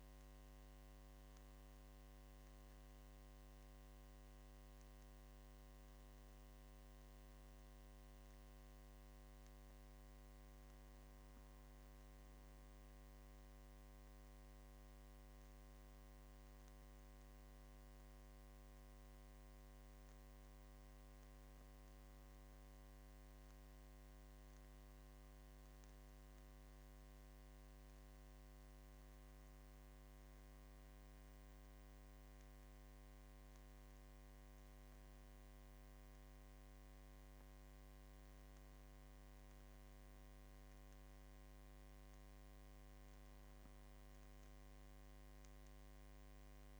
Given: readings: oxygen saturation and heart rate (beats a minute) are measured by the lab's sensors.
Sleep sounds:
breathing in sleep, hard to hear, by a microphone on the trachea; none
none scored
From the record:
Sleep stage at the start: N2 (light sleep); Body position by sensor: on the left side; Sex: male

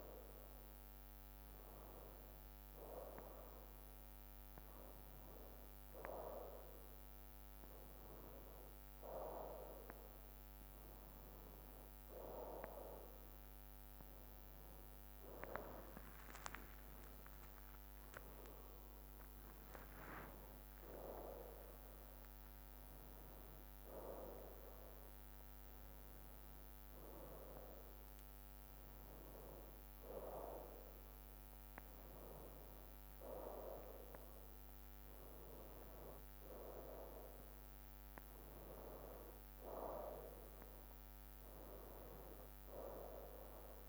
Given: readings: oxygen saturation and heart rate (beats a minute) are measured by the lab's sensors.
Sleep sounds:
a person awake in a sleep study, by a microphone on the trachea; none
1.00-3.00 s: long interval between heartbeats (device-marked, heart rate 63 before, 72 extreme)
33.00-43.88 s: new sleep stage, N1 (lightest sleep)
From the record:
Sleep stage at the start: awake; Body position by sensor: on the right side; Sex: male

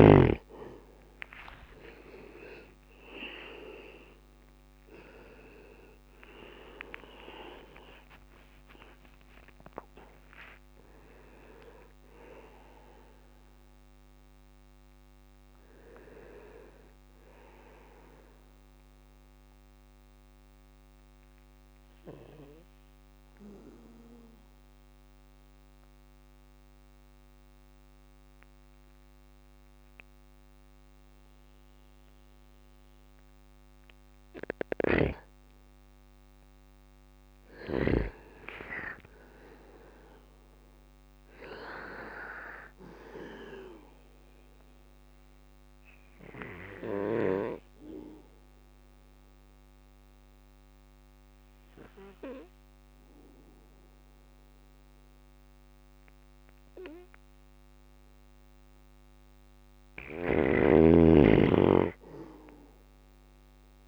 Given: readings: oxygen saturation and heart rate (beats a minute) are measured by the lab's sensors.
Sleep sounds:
breathing in sleep by a microphone on the trachea; 2
0.50-7.00 s: arousal
12.50-25.50 s: drop in pulse transit time (device-marked, heart rate 60 before, 57 extreme)
17.50-34.50 s: bradycardia (device-marked, heart rate 59 before, 57 extreme)
19.00-33.00 s: obstructive apnea (oxygen 98% before, 95% lowest, heart rate 62 before, 55 extreme, up 4 after)
37.00-41.50 s: arousal
38.50-49.50 s: drop in pulse transit time (device-marked, heart rate 58 before, 55 extreme)
40.50-63.88 s: bradycardia (device-marked, heart rate 59 before, 55 extreme)
44.50-57.50 s: obstructive apnea (oxygen 99% before, 93% lowest, heart rate 59 before, 56 extreme, up 3 after)
58.50-63.88 s: snoring (device-marked)
60.00-63.50 s: arousal
From the record:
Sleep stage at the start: N2 (light sleep); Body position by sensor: on the back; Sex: male

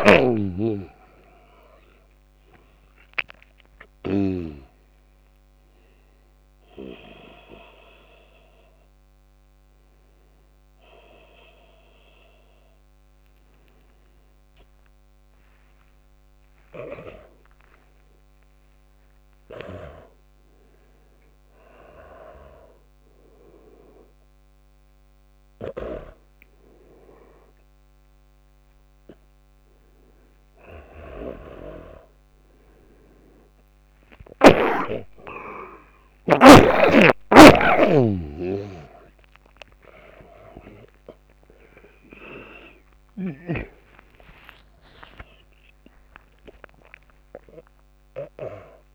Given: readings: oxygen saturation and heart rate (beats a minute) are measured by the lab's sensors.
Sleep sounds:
a person awake in a sleep study, by a microphone on the trachea; none
3.50-17.50 s: tachycardia (device-marked, heart rate 94 before, 115 extreme)
18.50-21.50 s: tachycardia (device-marked, heart rate 95 before, 109 extreme)
36.50-43.00 s: snoring (device-marked)
41.50-48.95 s: tachycardia (device-marked, heart rate 96 before, 137 extreme)
From the record:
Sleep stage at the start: awake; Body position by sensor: upright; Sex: male

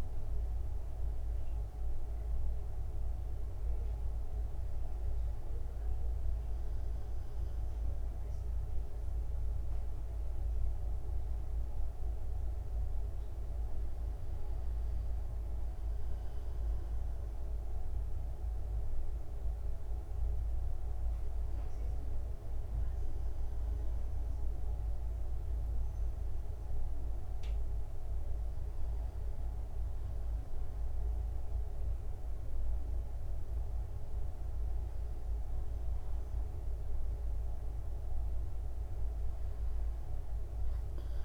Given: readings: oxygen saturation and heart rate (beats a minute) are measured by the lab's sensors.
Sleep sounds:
breathing in sleep, hard to hear, by a room microphone; none
32.50-37.00 s: arousal
From the record:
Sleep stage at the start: N1 (lightest sleep); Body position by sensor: on the back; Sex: male

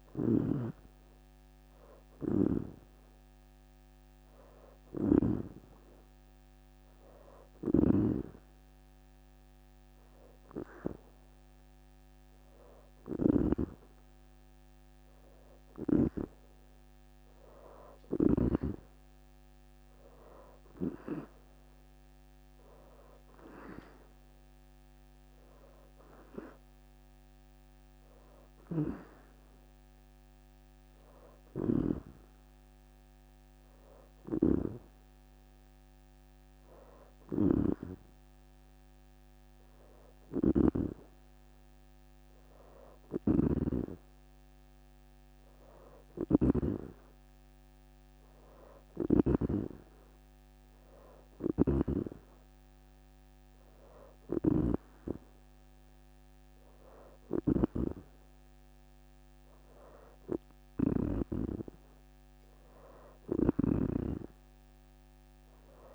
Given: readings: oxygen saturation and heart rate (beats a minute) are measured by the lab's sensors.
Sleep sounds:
breathing in sleep by a microphone on the trachea; 1
0.00-5.00 s: snoring (device-marked)
0.00-9.50 s: oxygen desaturation (device-marked, oxygen 85% lowest, heart rate 79 extreme)
7.00-16.00 s: snoring (device-marked)
7.00-17.50 s: hypopnea (oxygen 92% before, 86% lowest, heart rate 82 before, 77 extreme, up 4 after)
17.50-37.50 s: oxygen desaturation (device-marked, oxygen 91% before, 86% lowest, heart rate 81 before, 76 extreme)
20.00-25.50 s: arousal
28.00-46.50 s: snoring (device-marked)
48.50-61.50 s: oxygen desaturation (device-marked, oxygen 92% before, 87% lowest, heart rate 79 before, 73 extreme)
51.00-61.00 s: snoring (device-marked)
63.00-65.95 s: snoring (device-marked)
From the record:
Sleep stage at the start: N2 (light sleep); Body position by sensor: on the back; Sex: female

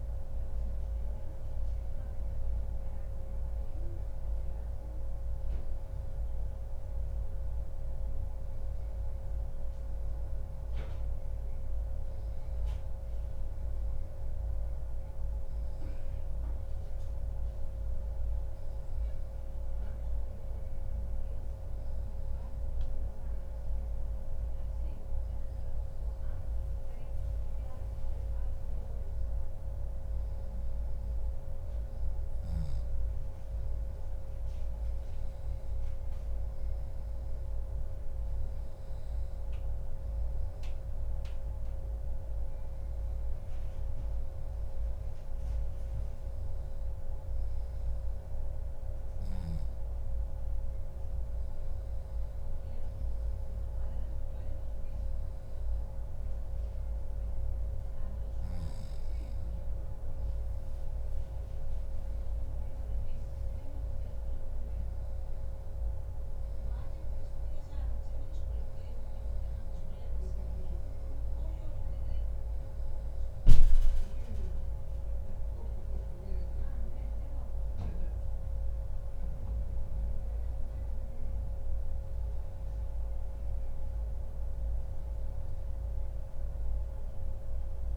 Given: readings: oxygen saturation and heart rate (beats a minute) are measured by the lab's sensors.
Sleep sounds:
breathing in sleep, hard to hear, by a room microphone; none
14.50-16.50 s: long interval between heartbeats (device-marked, heart rate 145 before, 118 extreme)
From the record:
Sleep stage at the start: N2 (light sleep); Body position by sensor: on the back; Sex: male

